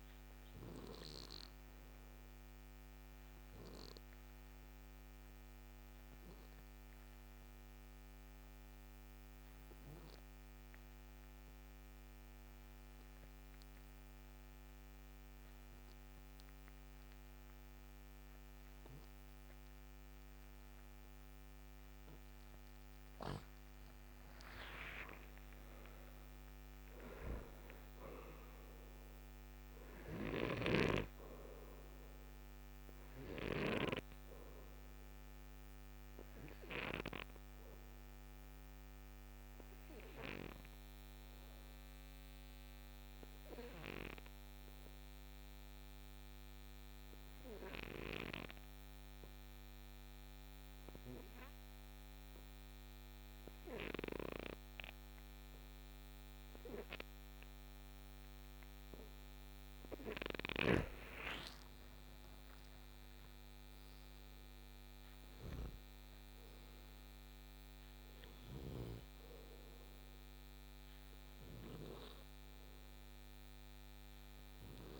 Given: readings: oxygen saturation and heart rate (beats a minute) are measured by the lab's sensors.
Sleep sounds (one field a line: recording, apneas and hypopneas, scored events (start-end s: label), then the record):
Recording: breathing in sleep by a microphone on the trachea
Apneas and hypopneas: 2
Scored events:
1.00-16.00 s: oxygen desaturation (device-marked, oxygen 97% before, 92% lowest, heart rate 65 before, 55 extreme)
6.00-21.00 s: obstructive apnea (oxygen 97% before, 90% lowest, heart rate 64 before, 57 extreme, up 39 after)
24.00-29.00 s: arousal
28.00-46.00 s: oxygen desaturation (device-marked, oxygen 97% before, 90% lowest, heart rate 68 before, 57 extreme)
30.00-33.50 s: snoring (device-marked)
39.00-59.00 s: obstructive apnea (oxygen 97% before, 89% lowest, heart rate 73 before, 55 extreme, up 41 after)
58.00-74.99 s: oxygen desaturation (device-marked, oxygen 98% before, 90% lowest, heart rate 59 before, 55 extreme)
60.00-68.50 s: snoring (device-marked)
60.50-66.00 s: arousal
From the record:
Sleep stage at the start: N2 (light sleep)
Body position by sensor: on the right side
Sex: male